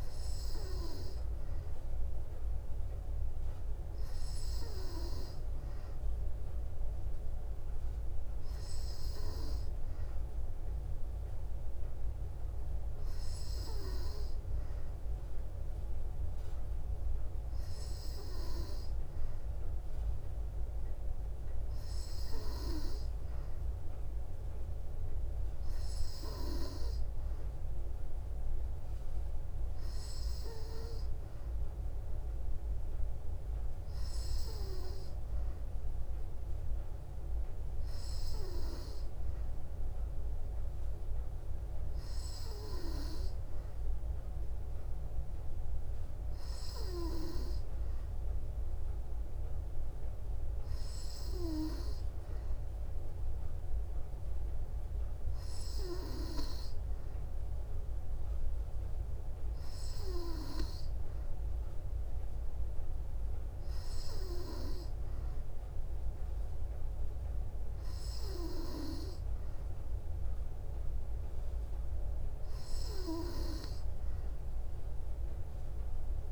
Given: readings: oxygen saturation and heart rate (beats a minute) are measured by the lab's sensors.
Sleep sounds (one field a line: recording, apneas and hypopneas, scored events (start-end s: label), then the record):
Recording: breathing in sleep by a room microphone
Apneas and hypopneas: none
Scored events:
none scored
From the record:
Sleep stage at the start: N3 (deep sleep)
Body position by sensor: on the back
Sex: female